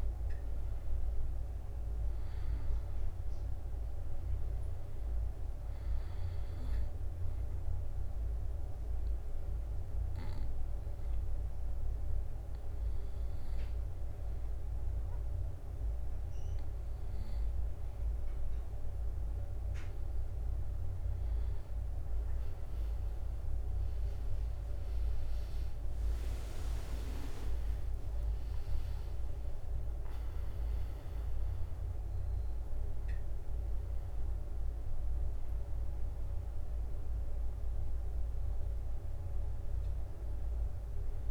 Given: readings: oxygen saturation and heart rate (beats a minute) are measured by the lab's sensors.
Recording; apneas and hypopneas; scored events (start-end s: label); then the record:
breathing in sleep, hard to hear, by a room microphone; 1
0.00-1.50 s: arousal
7.00-21.50 s: hypopnea (oxygen 97% before, 93% lowest)
27.00-32.50 s: arousal
32.00-41.31 s: oxygen desaturation (device-marked, oxygen 97% before, 93% lowest)
From the record:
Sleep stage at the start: N2 (light sleep); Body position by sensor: on the back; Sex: male